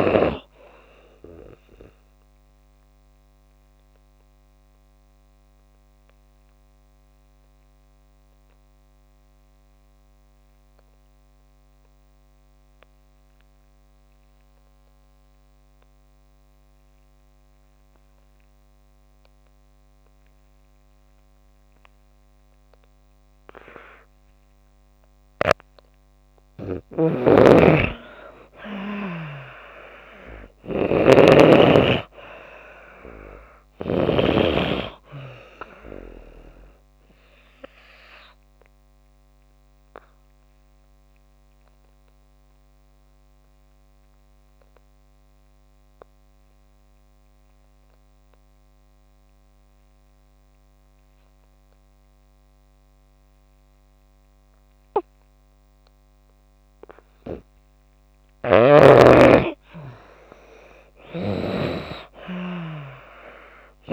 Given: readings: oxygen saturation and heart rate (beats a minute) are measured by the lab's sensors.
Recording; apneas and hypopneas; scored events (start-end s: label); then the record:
breathing in sleep by a microphone on the trachea; 2
0.00-23.00 s: oxygen desaturation (device-marked, oxygen 78% lowest)
2.50-25.50 s: obstructive apnea (oxygen 97% before, 78% lowest)
27.00-34.50 s: snoring (device-marked)
27.50-30.50 s: arousal
37.00-56.50 s: obstructive apnea (oxygen 97% before, 83% lowest)
42.00-61.00 s: oxygen desaturation (device-marked, oxygen 95% before, 83% lowest)
60.50-63.93 s: arousal
From the record:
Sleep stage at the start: N2 (light sleep); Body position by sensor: on the back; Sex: female